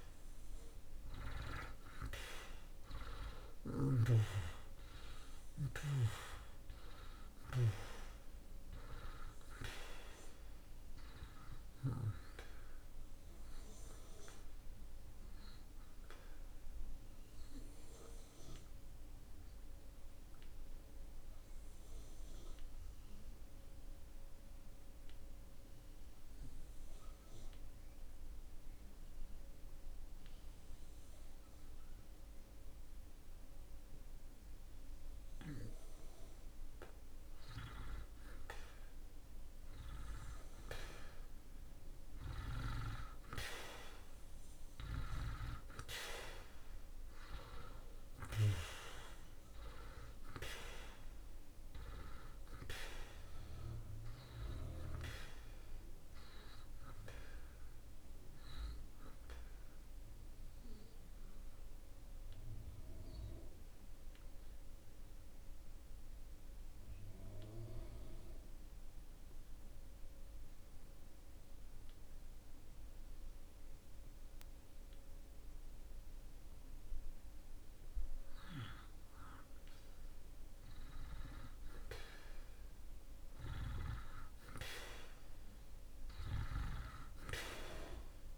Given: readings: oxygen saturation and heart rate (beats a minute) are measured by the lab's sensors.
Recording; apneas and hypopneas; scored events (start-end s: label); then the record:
breathing in sleep by a room microphone; 2
0.00-1.00 s: arousal
0.00-33.00 s: oxygen desaturation (device-marked, oxygen 79% lowest)
18.00-36.50 s: obstructive apnea (oxygen 95% before, 80% lowest)
38.50-43.00 s: arousal
41.00-73.00 s: oxygen desaturation (device-marked, oxygen 96% before, 80% lowest)
60.00-76.00 s: obstructive apnea (oxygen 96% before, 79% lowest)
79.50-83.50 s: arousal
86.00-88.38 s: oxygen desaturation (device-marked, oxygen 95% before, 79% lowest)
From the record:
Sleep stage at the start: N2 (light sleep); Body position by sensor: on the back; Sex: male